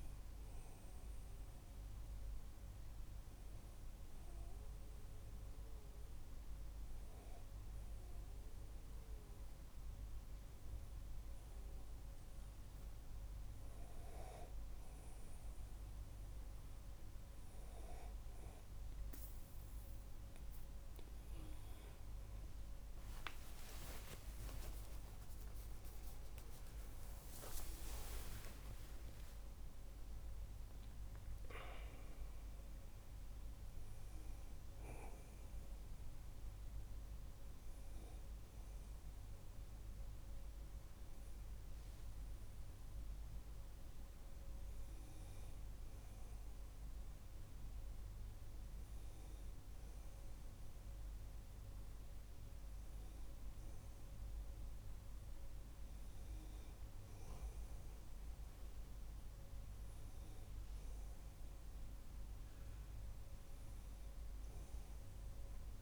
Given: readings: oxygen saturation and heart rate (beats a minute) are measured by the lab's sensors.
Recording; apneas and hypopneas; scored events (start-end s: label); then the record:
breathing in sleep by a room microphone; 1
1.00-14.50 s: hypopnea (oxygen 98% before, 97% lowest, heart rate 61 before, 45 extreme, up 11 after)
22.50-27.50 s: arousal
22.50-28.50 s: tachycardia (device-marked, heart rate 59 before, 123 extreme)
From the record:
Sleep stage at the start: N1 (lightest sleep); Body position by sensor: on the back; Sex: male